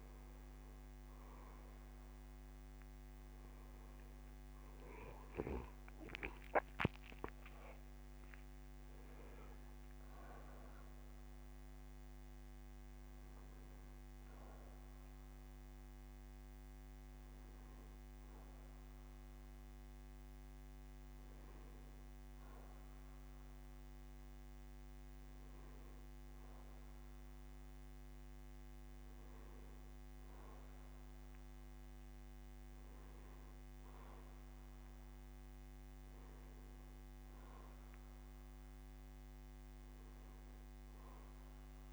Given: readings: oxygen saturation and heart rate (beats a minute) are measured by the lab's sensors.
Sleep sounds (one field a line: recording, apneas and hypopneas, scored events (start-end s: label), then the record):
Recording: breathing in sleep, hard to hear, by a microphone on the trachea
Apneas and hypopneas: none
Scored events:
0.50-5.00 s: arousal
5.50-8.50 s: bradycardia (device-marked, heart rate 68 before, 60 extreme)
From the record:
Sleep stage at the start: N2 (light sleep)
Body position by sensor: on the back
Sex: male